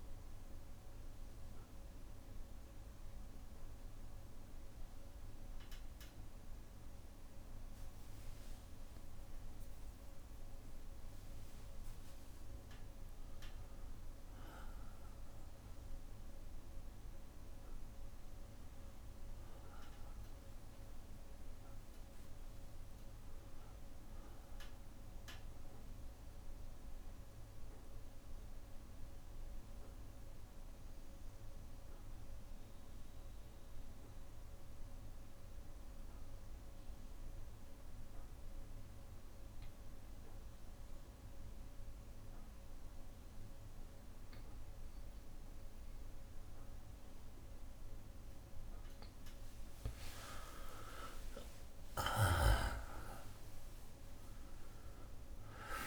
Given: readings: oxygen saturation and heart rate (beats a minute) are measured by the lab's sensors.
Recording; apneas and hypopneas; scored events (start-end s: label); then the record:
breathing in sleep by a room microphone; 2
0.00-11.50 s: oxygen desaturation (device-marked, oxygen 94% lowest, heart rate 54 extreme)
0.50-12.00 s: obstructive apnea (oxygen 99% before, 92% lowest, heart rate 63 before, 54 extreme, up 4 after)
13.50-17.00 s: arousal
13.50-19.50 s: bradycardia (device-marked, heart rate 67 before, 54 extreme)
14.50-16.50 s: long interval between heartbeats (device-marked, heart rate 62 before, 64 extreme)
26.00-47.50 s: obstructive apnea (oxygen 99% before, 92% lowest, heart rate 60 before, 60 extreme, up 5 after)
45.50-55.86 s: oxygen desaturation (device-marked, oxygen 98% before, 92% lowest, heart rate 61 before, 59 extreme)
50.00-54.50 s: arousal
From the record:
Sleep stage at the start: N2 (light sleep); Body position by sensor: on the back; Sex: male